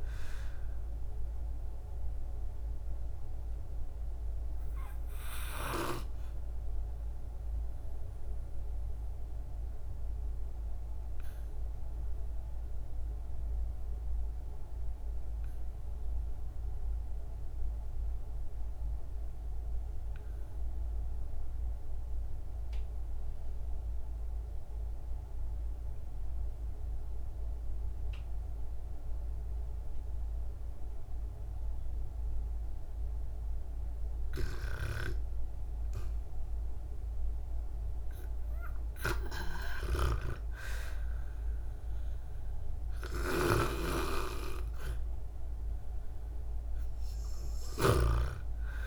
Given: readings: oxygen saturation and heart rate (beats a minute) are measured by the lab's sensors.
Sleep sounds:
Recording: breathing in sleep by a room microphone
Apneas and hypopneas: 1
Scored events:
0.00-15.00 s: oxygen desaturation (device-marked, oxygen 76% lowest, heart rate 43 extreme)
1.00-32.00 s: obstructive apnea (oxygen 93% before, 76% lowest, heart rate 58 before, 50 extreme, up 6 after)
31.00-48.87 s: oxygen desaturation (device-marked, oxygen 98% before, 79% lowest, heart rate 58 before, 49 extreme)
35.00-38.50 s: arousal
39.00-48.87 s: snoring (device-marked)
From the record:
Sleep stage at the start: REM sleep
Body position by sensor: on the back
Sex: female

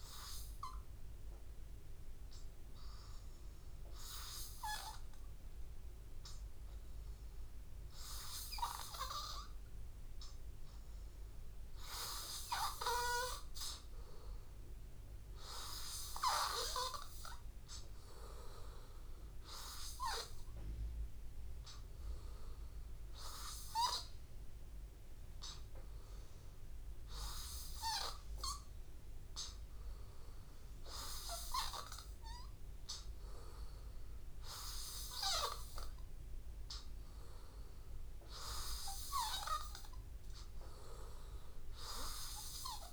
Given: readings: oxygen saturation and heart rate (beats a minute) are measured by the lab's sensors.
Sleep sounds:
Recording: breathing in sleep by a room microphone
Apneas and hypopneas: none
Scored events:
0.00-5.50 s: oxygen desaturation (device-marked, oxygen 92% lowest, heart rate 75 extreme)
10.00-13.50 s: arousal
From the record:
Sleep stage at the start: N2 (light sleep)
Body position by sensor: on the back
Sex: male

